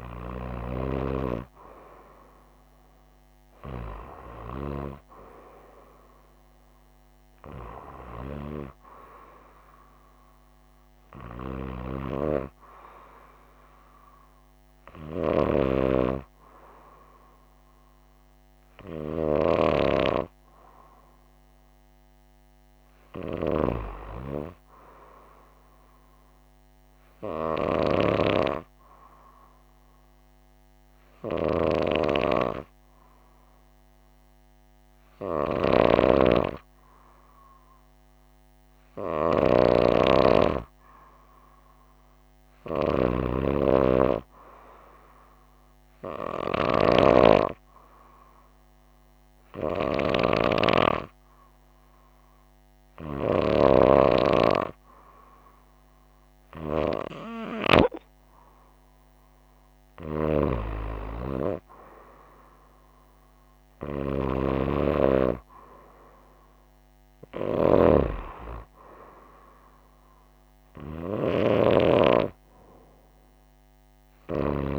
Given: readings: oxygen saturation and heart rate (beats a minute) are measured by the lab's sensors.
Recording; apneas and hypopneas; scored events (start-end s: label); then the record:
breathing in sleep by a microphone on the trachea; 1
26.50-39.00 s: hypopnea (oxygen 96% before, 94% lowest, heart rate 60 before, 54 extreme, up 2 after)
41.00-45.00 s: arousal
From the record:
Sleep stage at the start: N2 (light sleep); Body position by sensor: on the right side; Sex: female